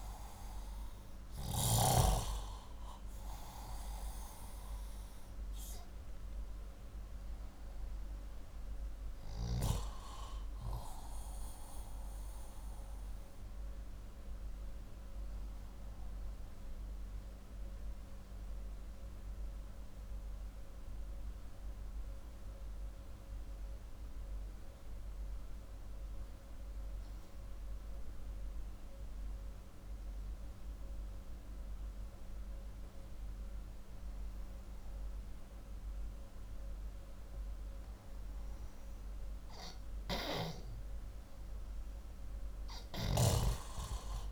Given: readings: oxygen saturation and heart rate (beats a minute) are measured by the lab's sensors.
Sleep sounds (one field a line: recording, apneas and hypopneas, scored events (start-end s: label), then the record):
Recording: breathing in sleep by a room microphone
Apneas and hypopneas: 1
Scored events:
15.50-38.00 s: obstructive apnea (oxygen 97% before, 93% lowest, heart rate 66 before, 59 extreme, up 2 after)
40.50-44.32 s: arousal
From the record:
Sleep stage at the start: N2 (light sleep)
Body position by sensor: upright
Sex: male